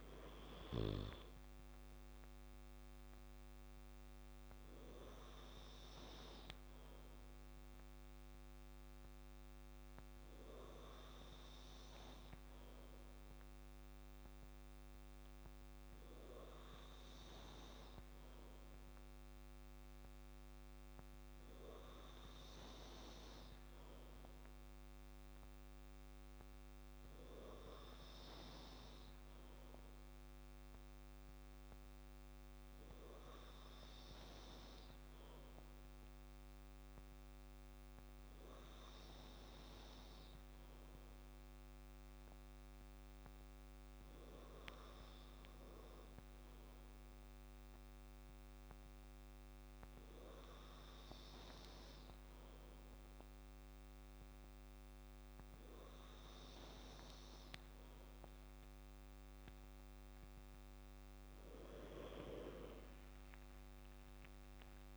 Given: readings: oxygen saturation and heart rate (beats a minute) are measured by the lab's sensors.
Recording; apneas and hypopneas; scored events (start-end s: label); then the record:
breathing in sleep by a microphone on the trachea; none
59.00-64.97 s: new sleep stage, awake
From the record:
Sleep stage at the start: N2 (light sleep); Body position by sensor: on the back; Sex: male